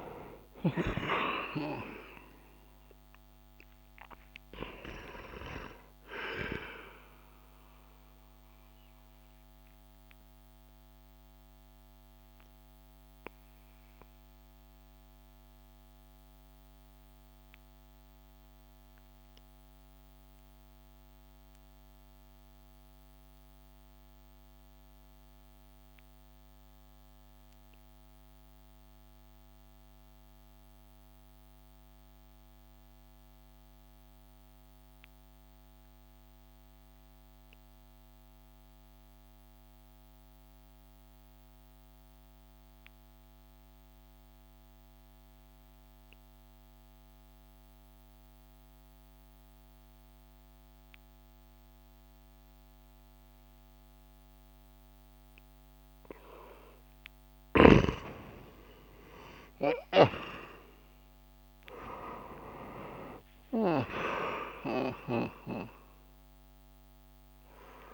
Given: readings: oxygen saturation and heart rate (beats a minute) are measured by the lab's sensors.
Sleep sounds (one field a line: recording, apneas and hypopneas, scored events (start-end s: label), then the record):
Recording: breathing in sleep by a microphone on the trachea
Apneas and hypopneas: 1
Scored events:
0.00-3.00 s: arousal
0.00-11.00 s: oxygen desaturation (device-marked, oxygen 92% lowest)
7.00-56.00 s: obstructive apnea (oxygen 98% before, 89% lowest)
46.00-67.94 s: oxygen desaturation (device-marked, oxygen 98% before, 91% lowest)
57.50-62.50 s: arousal
From the record:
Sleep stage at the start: N2 (light sleep)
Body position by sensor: on the back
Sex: male